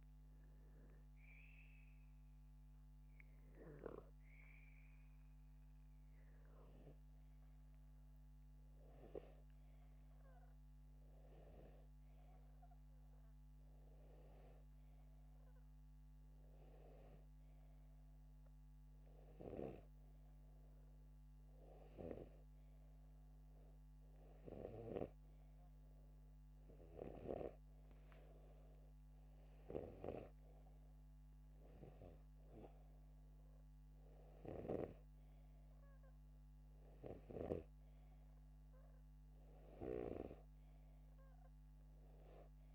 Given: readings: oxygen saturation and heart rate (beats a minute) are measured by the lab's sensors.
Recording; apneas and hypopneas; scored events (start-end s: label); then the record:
breathing in sleep by a microphone on the trachea; none
none scored
From the record:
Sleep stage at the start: N2 (light sleep); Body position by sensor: upright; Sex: male